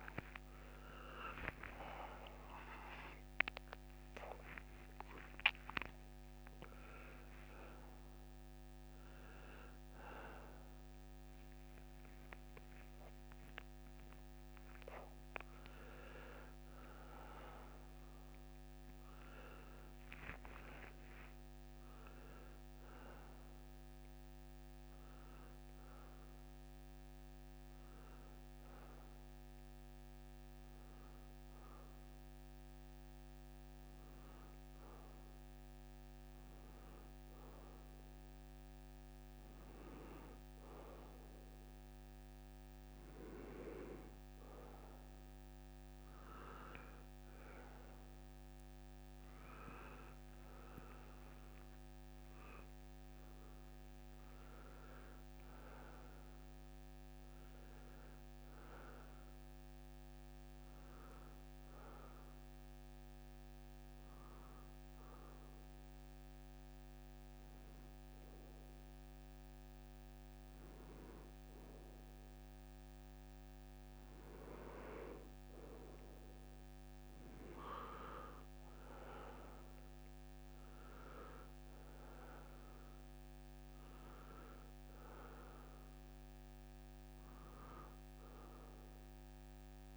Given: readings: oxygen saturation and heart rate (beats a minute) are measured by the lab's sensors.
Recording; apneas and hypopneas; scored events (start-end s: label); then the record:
a person partly awake in a sleep study, by a microphone on the trachea; 1
0.00-12.50 s: oxygen desaturation (device-marked, oxygen 93% lowest, heart rate 69 extreme)
14.50-44.50 s: new sleep stage, N1 (lightest sleep)
42.50-60.50 s: oxygen desaturation (device-marked, oxygen 96% before, 92% lowest, heart rate 106 before, 89 extreme)
44.50-89.97 s: new sleep stage, N2 (light sleep)
58.00-61.50 s: arousal
64.50-74.50 s: hypopnea (oxygen 95% before, 89% lowest, heart rate 159 before, 89 extreme, up 28 after)
78.00-83.00 s: arousal
81.50-89.97 s: oxygen desaturation (device-marked, oxygen 95% before, 89% lowest, heart rate 114 before, 83 extreme)
From the record:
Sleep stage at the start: awake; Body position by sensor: on the front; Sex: male